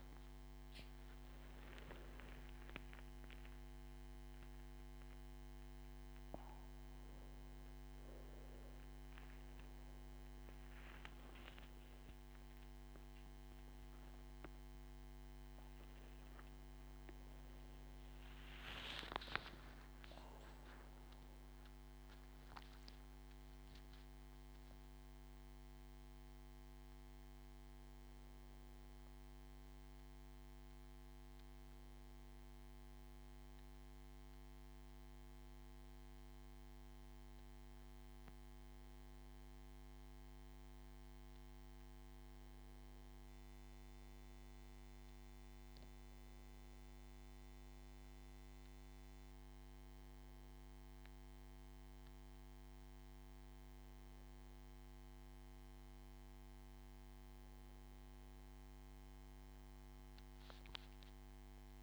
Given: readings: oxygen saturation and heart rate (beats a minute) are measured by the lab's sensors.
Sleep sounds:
a person partly awake in a sleep study, hard to hear, by a microphone on the trachea; none
30.50-61.83 s: new sleep stage, N1 (lightest sleep)
From the record:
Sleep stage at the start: awake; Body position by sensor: on the back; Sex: male

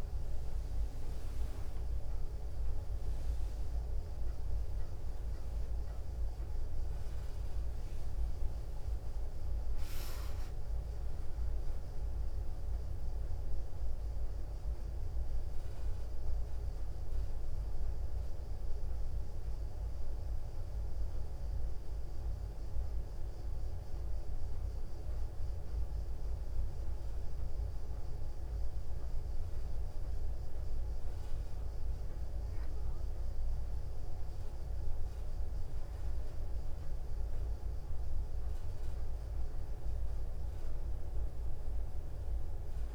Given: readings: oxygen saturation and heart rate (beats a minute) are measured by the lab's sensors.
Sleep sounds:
breathing in sleep, hard to hear, by a room microphone; 1
13.00-17.00 s: arousal
19.00-32.50 s: central apnea (oxygen 94% before, 92% lowest, heart rate 65 before, 61 extreme, up 3 after)
35.00-39.50 s: arousal
From the record:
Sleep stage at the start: N2 (light sleep); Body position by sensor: on the back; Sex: female

